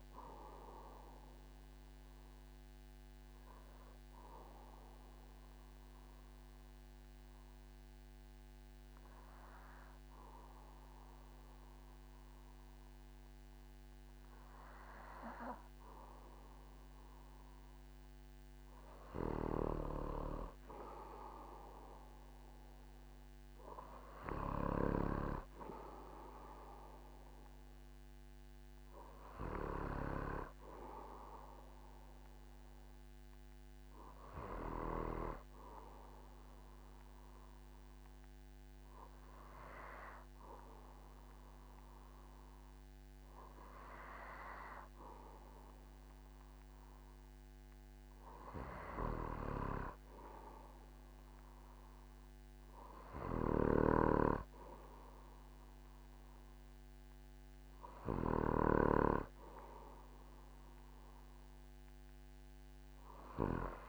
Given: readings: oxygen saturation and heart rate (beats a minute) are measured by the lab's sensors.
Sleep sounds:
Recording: breathing in sleep by a microphone on the trachea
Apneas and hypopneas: 2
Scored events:
0.00-9.50 s: oxygen desaturation (device-marked, oxygen 93% lowest, heart rate 47 extreme)
3.00-17.50 s: obstructive apnea (oxygen 98% before, 93% lowest, heart rate 58 before, 48 extreme, up 3 after)
21.50-25.00 s: arousal
35.50-48.50 s: hypopnea (oxygen 98% before, 94% lowest, heart rate 50 before, 47 extreme, up 3 after)
51.00-54.50 s: arousal
From the record:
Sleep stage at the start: N2 (light sleep)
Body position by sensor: on the back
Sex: male

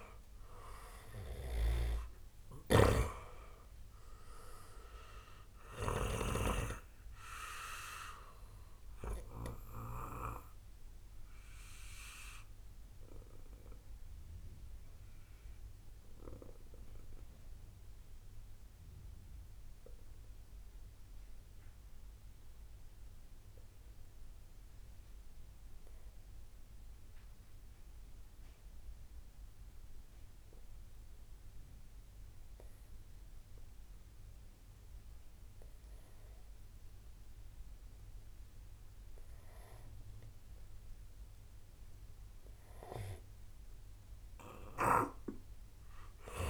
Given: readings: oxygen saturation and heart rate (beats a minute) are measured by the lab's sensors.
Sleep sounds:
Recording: breathing in sleep by a room microphone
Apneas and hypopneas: 1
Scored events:
0.00-10.00 s: snoring (device-marked)
0.00-15.00 s: oxygen desaturation (device-marked, oxygen 92% lowest, heart rate 58 extreme)
7.50-42.00 s: obstructive apnea (oxygen 98% before, 91% lowest, heart rate 67 before, 55 extreme, up 12 after)
45.00-46.49 s: oxygen desaturation (device-marked, oxygen 96% before, 91% lowest, heart rate 68 before, 56 extreme)
From the record:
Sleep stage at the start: N2 (light sleep)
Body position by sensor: on the right side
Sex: male

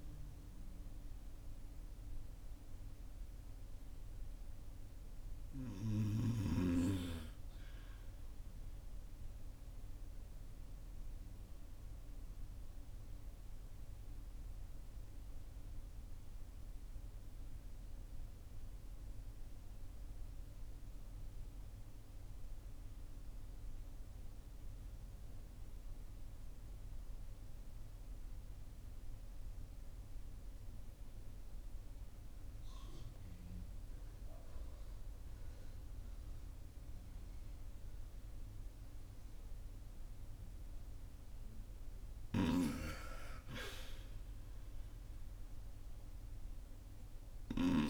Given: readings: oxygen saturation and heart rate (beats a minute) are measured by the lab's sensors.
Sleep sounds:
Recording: breathing in sleep by a room microphone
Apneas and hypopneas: 1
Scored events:
0.00-19.50 s: oxygen desaturation (device-marked, oxygen 77% lowest, heart rate 46 extreme)
8.50-40.00 s: obstructive apnea (oxygen 84% before, 77% lowest, heart rate 58 before, 44 extreme, up 4 after)
33.50-47.90 s: oxygen desaturation (device-marked, oxygen 98% before, 79% lowest, heart rate 51 before, 44 extreme)
43.50-47.00 s: arousal
From the record:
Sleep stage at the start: REM sleep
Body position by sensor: on the front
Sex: male

